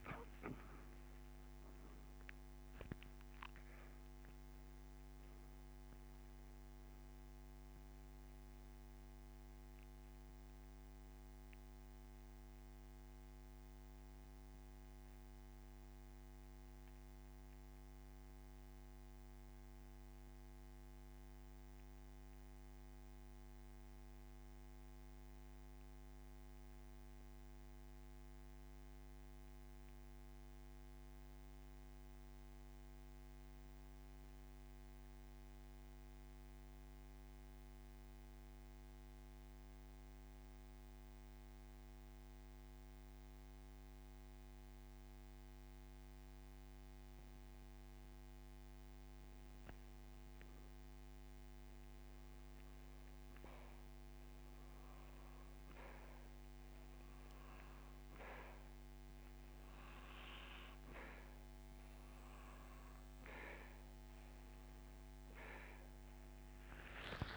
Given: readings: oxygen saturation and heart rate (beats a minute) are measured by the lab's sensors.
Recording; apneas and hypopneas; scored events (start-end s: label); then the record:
breathing in sleep, hard to hear, by a microphone on the trachea; 1
0.50-10.50 s: oxygen desaturation (device-marked, oxygen 97% before, 91% lowest, heart rate 64 before, 26 extreme)
14.50-50.00 s: central apnea (oxygen 97% before, 85% lowest)
35.50-46.50 s: oxygen desaturation (device-marked, oxygen 92% before, 85% lowest)
62.50-67.37 s: oxygen desaturation (device-marked, oxygen 97% before, 93% lowest)
From the record:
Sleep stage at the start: N2 (light sleep); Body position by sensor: on the back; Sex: male